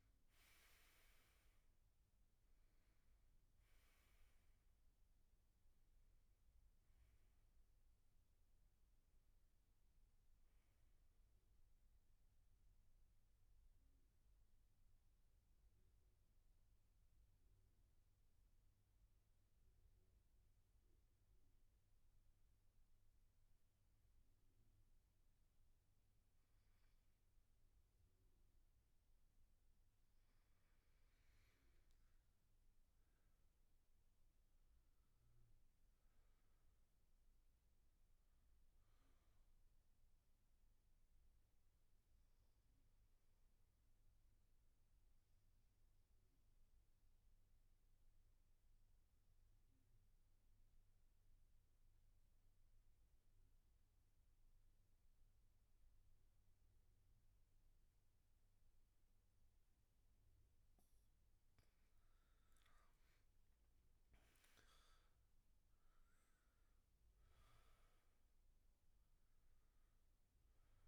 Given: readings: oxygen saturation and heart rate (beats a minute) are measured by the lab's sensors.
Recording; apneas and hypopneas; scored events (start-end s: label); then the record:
breathing in sleep, hard to hear, by a room microphone; 2
0.00-17.00 s: oxygen desaturation (device-marked, oxygen 84% lowest, heart rate 64 extreme)
12.00-28.50 s: mixed apnea (oxygen 97% before, 83% lowest, heart rate 73 before, 62 extreme, up 10 after)
31.50-34.00 s: arousal
35.00-49.00 s: oxygen desaturation (device-marked, oxygen 98% before, 90% lowest, heart rate 67 before, 62 extreme)
40.50-60.00 s: obstructive apnea (oxygen 99% before, 83% lowest, heart rate 68 before, 62 extreme, up 15 after)
60.00-70.88 s: oxygen desaturation (device-marked, oxygen 97% before, 83% lowest, heart rate 64 before, 64 extreme)
62.00-66.00 s: arousal
From the record:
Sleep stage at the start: N2 (light sleep); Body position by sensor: on the back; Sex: male